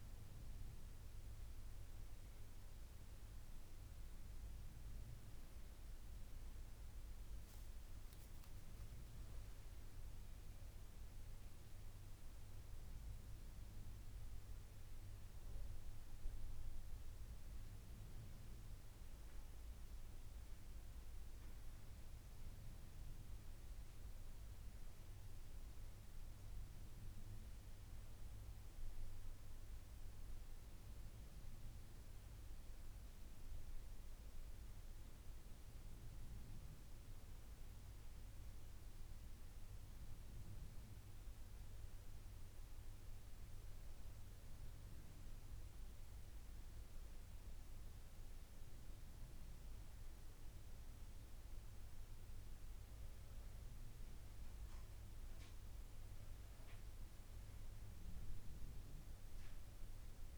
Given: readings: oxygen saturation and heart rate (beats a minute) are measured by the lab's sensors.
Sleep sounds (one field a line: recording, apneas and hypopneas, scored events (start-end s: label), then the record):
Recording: breathing in sleep, hard to hear, by a room microphone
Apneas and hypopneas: none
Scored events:
57.50-60.37 s: new sleep stage, N2 (light sleep)
From the record:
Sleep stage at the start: N1 (lightest sleep)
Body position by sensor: on the back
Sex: female